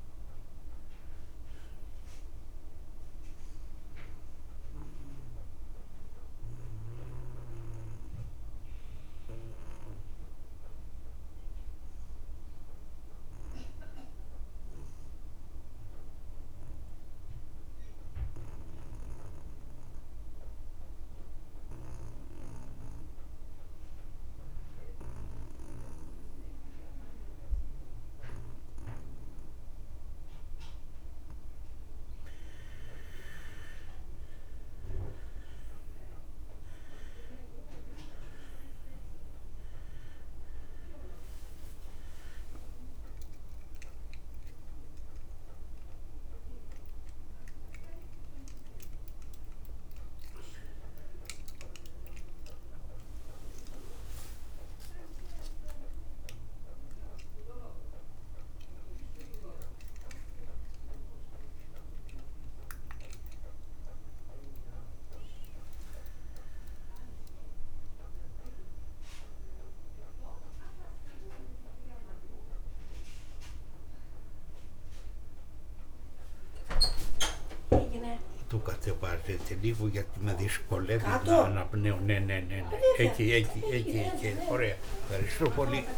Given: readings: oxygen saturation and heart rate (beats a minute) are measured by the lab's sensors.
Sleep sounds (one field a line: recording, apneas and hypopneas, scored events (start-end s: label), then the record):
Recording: a person partly awake in a sleep study, by a room microphone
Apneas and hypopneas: 2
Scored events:
4.50-24.50 s: oxygen desaturation (device-marked, oxygen 97% before, 89% lowest, heart rate 58 before, 52 extreme)
5.50-32.50 s: mixed apnea (oxygen 97% before, 82% lowest, heart rate 58 before, 52 extreme, up 5 after)
30.50-72.50 s: oxygen desaturation (device-marked, oxygen 96% before, 82% lowest)
33.50-35.50 s: long interval between heartbeats (device-marked, heart rate 55 before, 60 extreme)
34.50-38.50 s: arousal
43.00-45.00 s: long interval between heartbeats (device-marked, heart rate 56 before, 77 extreme)
54.50-56.50 s: long interval between heartbeats (device-marked, heart rate 64 before, 67 extreme)
54.50-65.50 s: obstructive apnea (oxygen 96% before, 82% lowest)
62.50-85.97 s: new sleep stage, awake
76.50-85.97 s: tachycardia (device-marked, heart rate 49 before, 146 extreme)
78.00-80.00 s: long interval between heartbeats (device-marked, heart rate 43 before, 70 extreme)
79.00-84.00 s: snoring (device-marked)
80.00-82.00 s: long interval between heartbeats (device-marked, heart rate 44 before, 110 extreme)
84.00-85.97 s: long interval between heartbeats (device-marked, heart rate 54 before, 140 extreme)
From the record:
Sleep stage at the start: N2 (light sleep)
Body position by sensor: on the back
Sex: male